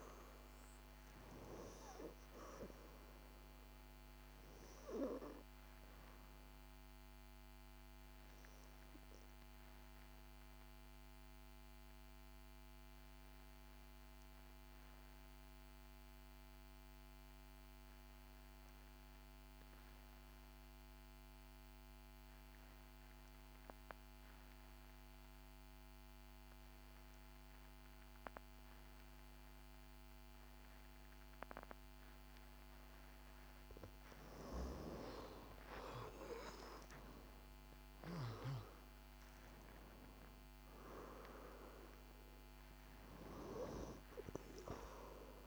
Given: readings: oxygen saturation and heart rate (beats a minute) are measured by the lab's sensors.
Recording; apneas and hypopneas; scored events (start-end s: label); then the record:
breathing in sleep by a microphone on the trachea; 1
0.00-27.50 s: oxygen desaturation (device-marked, oxygen 86% lowest, heart rate 53 extreme)
5.50-34.00 s: obstructive apnea (oxygen 98% before, 86% lowest, heart rate 65 before, 53 extreme, up 22 after)
36.00-40.00 s: arousal
37.00-39.00 s: long interval between heartbeats (device-marked, heart rate 59 before, 73 extreme)
39.50-45.47 s: oxygen desaturation (device-marked, oxygen 97% before, 87% lowest, heart rate 62 before, 54 extreme)
From the record:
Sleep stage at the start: N2 (light sleep); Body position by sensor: on the back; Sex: female